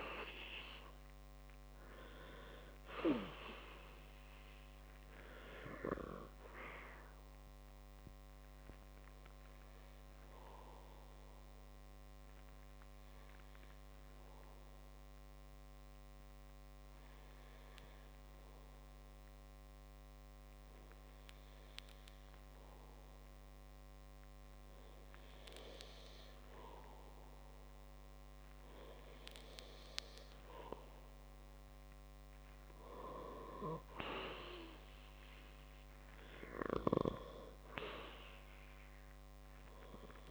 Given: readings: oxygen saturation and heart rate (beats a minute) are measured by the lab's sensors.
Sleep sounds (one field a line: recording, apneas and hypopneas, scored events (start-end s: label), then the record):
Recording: breathing in sleep by a microphone on the trachea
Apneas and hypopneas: 1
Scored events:
0.00-3.50 s: arousal
11.50-26.00 s: hypopnea (oxygen 98% before, 95% lowest, heart rate 65 before, 58 extreme, up 7 after)
29.50-32.00 s: arousal
From the record:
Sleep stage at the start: N2 (light sleep)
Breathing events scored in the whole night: 220 in 4.2 hours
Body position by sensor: on the back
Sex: male